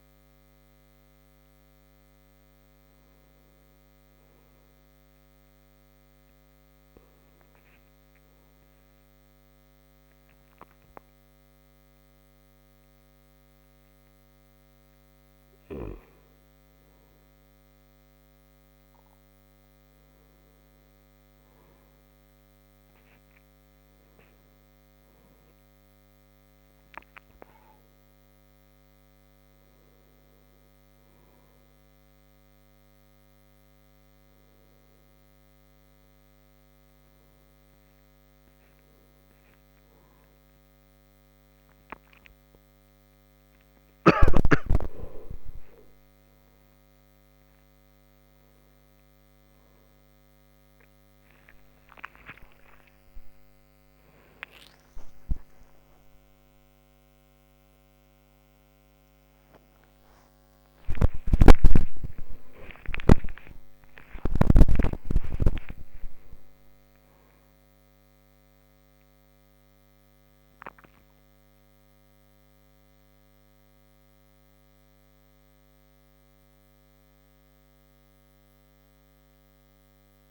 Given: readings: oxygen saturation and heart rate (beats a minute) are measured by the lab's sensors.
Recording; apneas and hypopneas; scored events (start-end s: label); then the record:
breathing in sleep by a microphone on the trachea; none
none scored
From the record:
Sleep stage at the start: N1 (lightest sleep); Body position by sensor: on the back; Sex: male